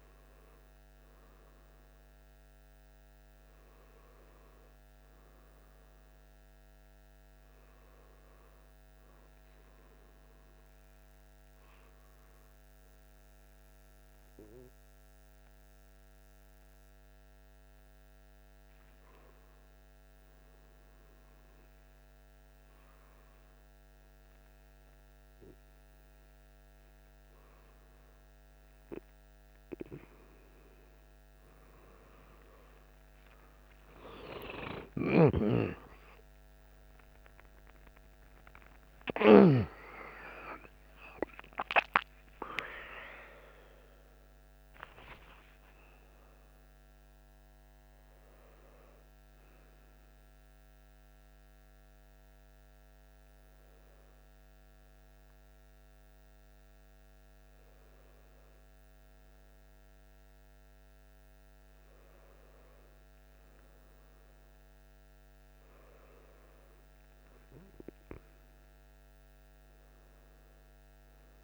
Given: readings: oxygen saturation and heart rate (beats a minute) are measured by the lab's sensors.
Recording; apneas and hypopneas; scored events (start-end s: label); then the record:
breathing in sleep by a microphone on the trachea; 2
13.00-29.50 s: hypopnea (oxygen 99% before, 97% lowest, heart rate 56 before, 53 extreme, up 14 after)
35.50-42.50 s: arousal
51.50-62.50 s: hypopnea (oxygen 99% before, 97% lowest, heart rate 69 before, 52 extreme, up 1 after)
67.00-71.43 s: arousal
From the record:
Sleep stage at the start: N1 (lightest sleep); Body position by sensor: on the back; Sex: male